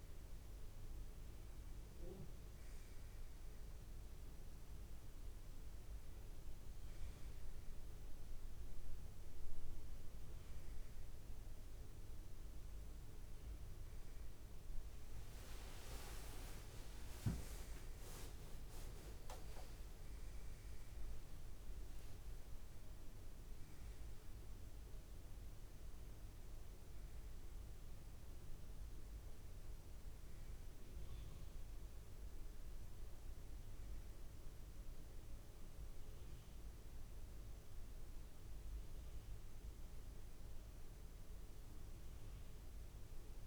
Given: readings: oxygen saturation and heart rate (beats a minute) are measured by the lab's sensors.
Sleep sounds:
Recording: a person partly awake in a sleep study, by a room microphone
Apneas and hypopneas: none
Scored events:
0.00-12.00 s: oxygen desaturation (device-marked, oxygen 94% lowest)
21.00-43.47 s: new sleep stage, N1 (lightest sleep)
32.00-39.00 s: tachycardia (device-marked, heart rate 39 before, 158 extreme)
From the record:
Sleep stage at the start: awake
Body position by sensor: on the back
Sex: male

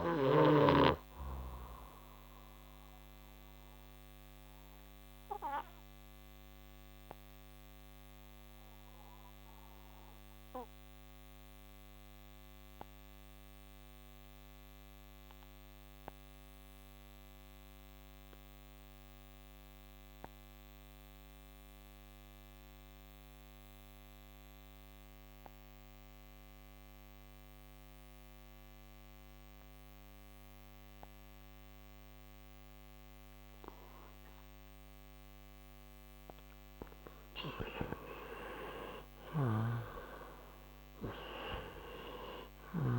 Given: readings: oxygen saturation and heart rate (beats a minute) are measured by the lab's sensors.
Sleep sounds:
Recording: breathing in sleep by a microphone on the trachea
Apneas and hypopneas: 1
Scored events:
1.50-24.50 s: oxygen desaturation (device-marked, oxygen 95% before, 90% lowest, heart rate 68 before, 56 extreme)
4.00-36.00 s: obstructive apnea (oxygen 97% before, 88% lowest, heart rate 69 before, 56 extreme, up 11 after)
37.50-42.99 s: oxygen desaturation (device-marked, oxygen 97% before, 88% lowest, heart rate 62 before, 56 extreme)
38.00-41.50 s: arousal
From the record:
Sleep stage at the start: N2 (light sleep)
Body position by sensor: on the right side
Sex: male

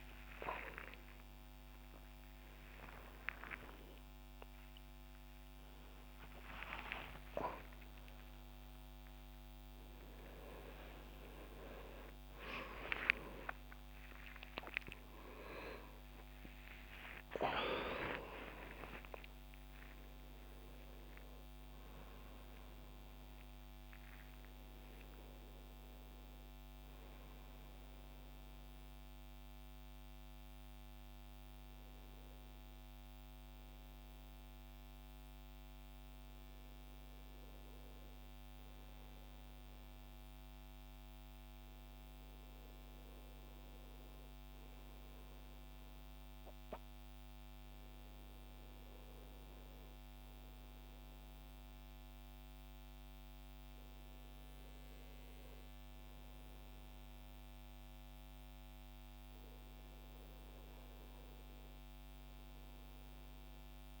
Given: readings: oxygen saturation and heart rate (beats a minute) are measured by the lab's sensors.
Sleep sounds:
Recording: a person awake in a sleep study, by a microphone on the trachea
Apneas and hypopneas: none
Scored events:
40.00-64.00 s: new sleep stage, N1 (lightest sleep)
From the record:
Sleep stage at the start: awake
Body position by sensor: on the back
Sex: male

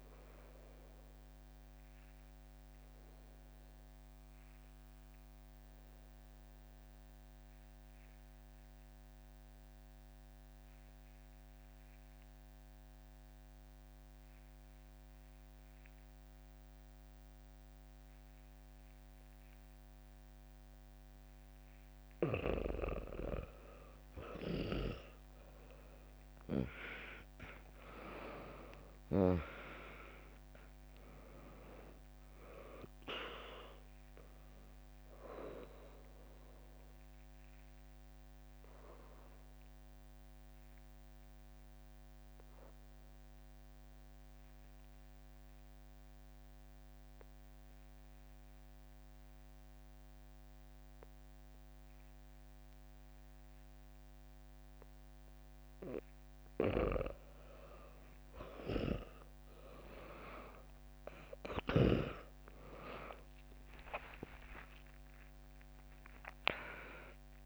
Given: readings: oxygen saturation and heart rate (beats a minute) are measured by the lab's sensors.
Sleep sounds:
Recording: breathing in sleep by a microphone on the trachea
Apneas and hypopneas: 2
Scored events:
0.00-1.00 s: drop in pulse transit time (device-marked, heart rate 64 extreme)
0.00-12.00 s: oxygen desaturation (device-marked, oxygen 95% lowest, heart rate 62 extreme)
1.50-23.00 s: obstructive apnea (oxygen 100% before, 95% lowest, heart rate 70 before, 62 extreme, up 3 after)
25.50-29.50 s: arousal
27.00-40.00 s: drop in pulse transit time (device-marked, heart rate 65 before, 63 extreme)
27.00-50.00 s: oxygen desaturation (device-marked, oxygen 100% before, 95% lowest, heart rate 65 before, 57 extreme)
36.50-57.50 s: obstructive apnea (oxygen 100% before, 95% lowest, heart rate 67 before, 57 extreme, up 12 after)
52.00-55.00 s: bradycardia (device-marked, heart rate 70 before, 60 extreme)
61.50-66.00 s: arousal
62.00-67.46 s: drop in pulse transit time (device-marked, heart rate 69 before, 62 extreme)
63.00-67.46 s: oxygen desaturation (device-marked, oxygen 100% before, 96% lowest, heart rate 68 before, 61 extreme)
From the record:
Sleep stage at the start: N2 (light sleep)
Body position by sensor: on the back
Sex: female

